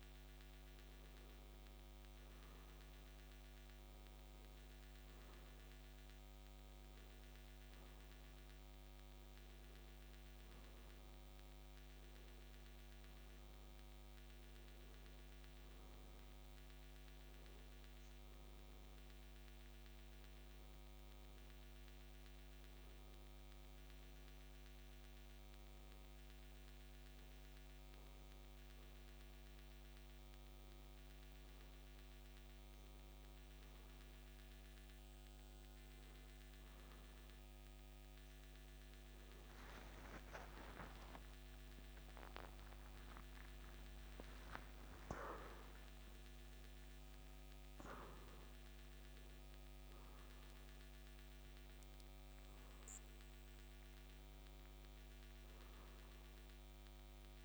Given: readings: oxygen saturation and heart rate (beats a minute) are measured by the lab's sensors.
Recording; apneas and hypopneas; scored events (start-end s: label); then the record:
a person awake in a sleep study, hard to hear, by a microphone on the trachea; none
none scored
From the record:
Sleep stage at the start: awake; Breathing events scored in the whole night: 161 in 3.5 hours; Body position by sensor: on the back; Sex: male